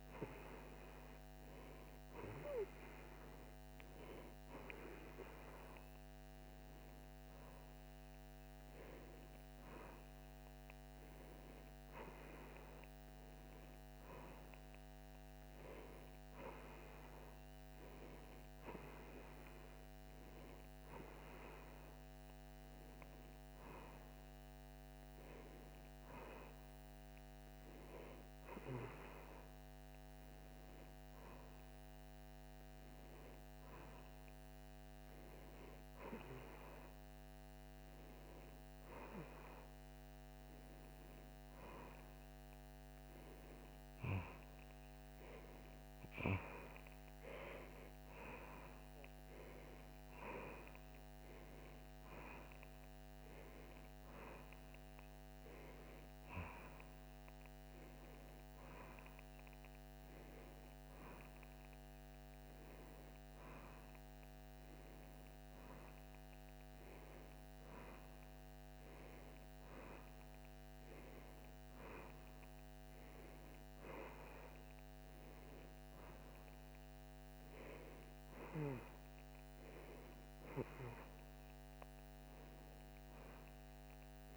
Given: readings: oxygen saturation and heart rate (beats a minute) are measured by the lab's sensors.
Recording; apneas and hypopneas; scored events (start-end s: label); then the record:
breathing in sleep by a microphone on the trachea; none
none scored
From the record:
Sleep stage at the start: N1 (lightest sleep); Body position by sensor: on the back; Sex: female